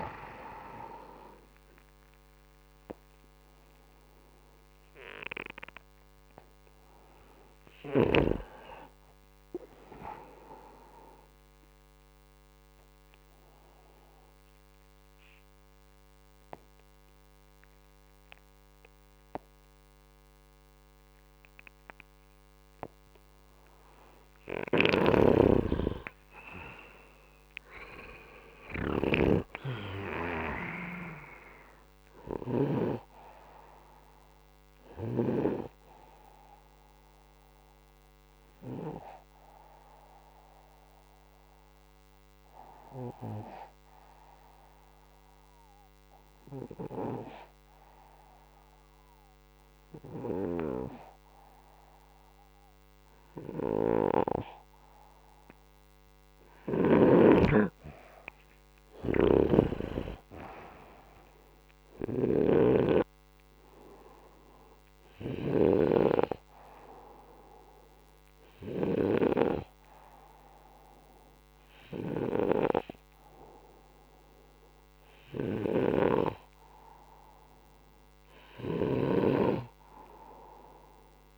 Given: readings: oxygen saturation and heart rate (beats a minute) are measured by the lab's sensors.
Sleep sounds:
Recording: breathing in sleep by a microphone on the trachea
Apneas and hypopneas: 1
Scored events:
25.00-28.50 s: arousal
39.50-55.50 s: hypopnea (oxygen 97% before, 91% lowest, heart rate 73 before, 62 extreme, up 8 after)
46.50-55.50 s: oxygen desaturation (device-marked, oxygen 94% before, 91% lowest, heart rate 70 before, 65 extreme)
57.50-61.00 s: arousal
59.00-62.50 s: snoring (device-marked)
61.50-73.50 s: oxygen desaturation (device-marked, oxygen 98% before, 94% lowest, heart rate 65 before, 63 extreme)
78.50-81.38 s: snoring (device-marked)
From the record:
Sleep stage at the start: N2 (light sleep)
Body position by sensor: upright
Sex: male

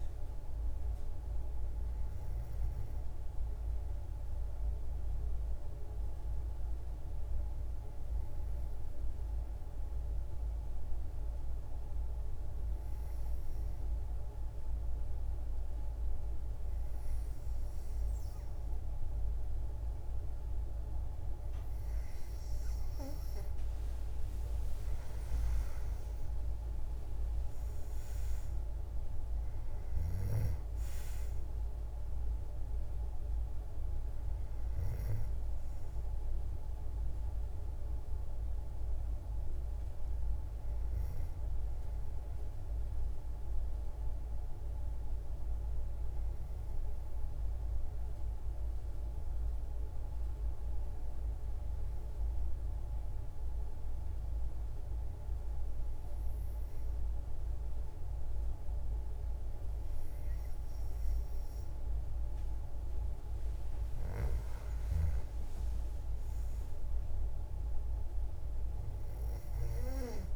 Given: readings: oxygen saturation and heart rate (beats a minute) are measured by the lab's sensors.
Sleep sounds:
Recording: breathing in sleep, hard to hear, by a room microphone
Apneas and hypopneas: 2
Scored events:
0.00-11.50 s: oxygen desaturation (device-marked, oxygen 92% lowest, heart rate 63 extreme)
4.00-23.50 s: obstructive apnea (oxygen 96% before, 92% lowest, heart rate 73 before, 52 extreme, up 25 after)
24.50-51.50 s: oxygen desaturation (device-marked, oxygen 97% before, 92% lowest, heart rate 82 before, 52 extreme)
25.00-29.00 s: arousal
43.00-62.00 s: obstructive apnea (oxygen 98% before, 92% lowest, heart rate 83 before, 54 extreme)
63.50-66.50 s: arousal
65.50-70.36 s: oxygen desaturation (device-marked, oxygen 97% before, 93% lowest, heart rate 84 before, 59 extreme)
From the record:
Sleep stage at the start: N2 (light sleep)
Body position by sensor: on the back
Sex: female

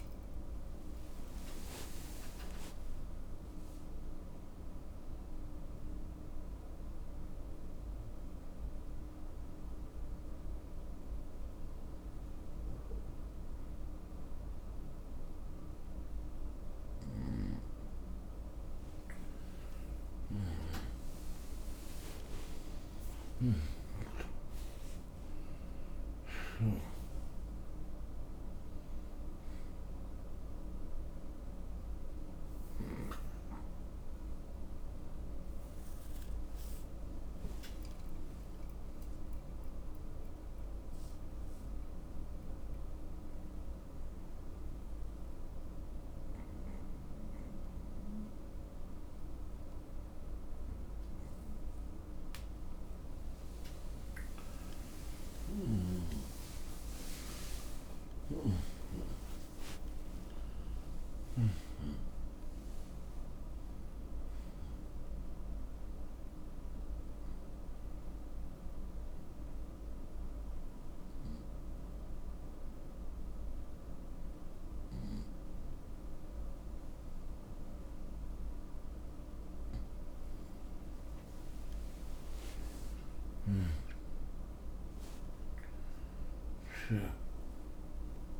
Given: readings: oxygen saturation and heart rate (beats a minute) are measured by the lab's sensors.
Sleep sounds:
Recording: breathing in sleep by a room microphone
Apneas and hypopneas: 3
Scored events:
2.00-19.00 s: obstructive apnea (oxygen 93% before, 88% lowest, heart rate 91 before, 62 extreme, up 21 after)
21.00-25.50 s: arousal
26.50-43.50 s: oxygen desaturation (device-marked, oxygen 96% before, 91% lowest, heart rate 71 before, 65 extreme)
38.00-53.00 s: obstructive apnea (oxygen 96% before, 88% lowest, heart rate 73 before, 61 extreme, up 28 after)
54.50-58.50 s: arousal
59.50-78.50 s: oxygen desaturation (device-marked, oxygen 96% before, 88% lowest, heart rate 73 before, 61 extreme)
68.50-80.50 s: obstructive apnea (oxygen 96% before, 88% lowest, heart rate 81 before, 61 extreme, up 22 after)
From the record:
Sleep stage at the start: N2 (light sleep)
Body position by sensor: on the right side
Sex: male

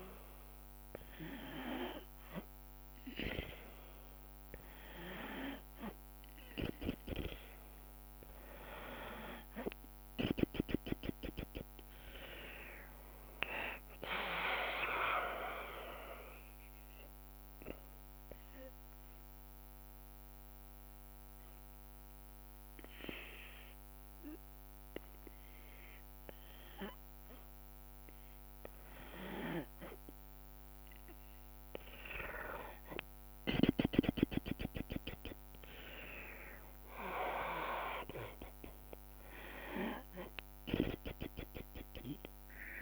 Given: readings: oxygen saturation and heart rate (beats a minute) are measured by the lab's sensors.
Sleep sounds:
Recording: breathing in sleep by a microphone on the trachea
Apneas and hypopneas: 1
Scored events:
12.00-24.00 s: drop in pulse transit time (device-marked, heart rate 87 before, 64 extreme)
17.00-28.00 s: obstructive apnea (oxygen 97% before, 93% lowest, heart rate 83 before, 61 extreme, up 8 after)
35.00-38.50 s: arousal
36.00-42.82 s: drop in pulse transit time (device-marked, heart rate 69 before, 65 extreme)
36.00-42.82 s: oxygen desaturation (device-marked, oxygen 98% before, 94% lowest, heart rate 69 before, 59 extreme)
From the record:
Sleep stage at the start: N2 (light sleep)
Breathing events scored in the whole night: 211 in 5.0 hours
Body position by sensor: on the back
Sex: female

